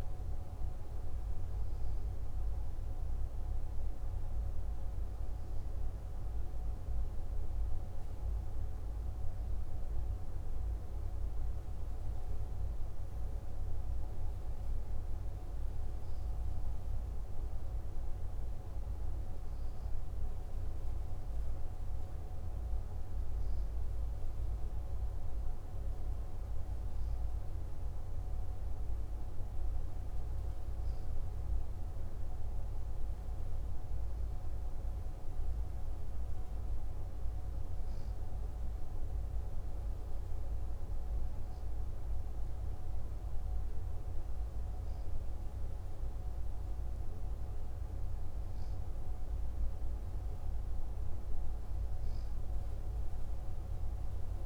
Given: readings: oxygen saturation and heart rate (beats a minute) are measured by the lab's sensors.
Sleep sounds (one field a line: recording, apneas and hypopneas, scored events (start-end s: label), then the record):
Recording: breathing in sleep, hard to hear, by a room microphone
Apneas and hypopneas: none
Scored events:
none scored
From the record:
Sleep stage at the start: N2 (light sleep)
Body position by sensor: on the left side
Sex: male